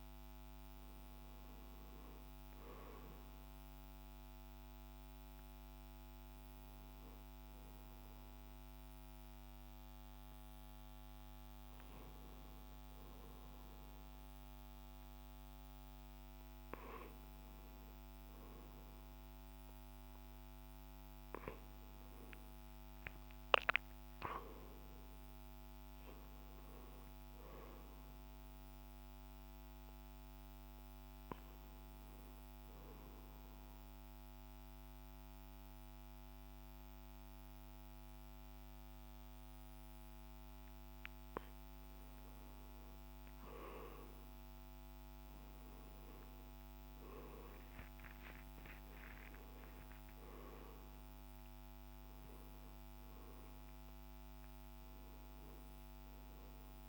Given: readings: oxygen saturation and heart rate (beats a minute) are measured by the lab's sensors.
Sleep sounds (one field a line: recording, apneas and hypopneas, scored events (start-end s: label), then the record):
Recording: a person awake in a sleep study, hard to hear, by a microphone on the trachea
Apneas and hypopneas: none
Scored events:
55.00-56.88 s: oxygen desaturation (device-marked, oxygen 94% before, 89% lowest)
From the record:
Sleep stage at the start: awake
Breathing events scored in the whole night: 538 in 7.3 hours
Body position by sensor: on the left side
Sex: male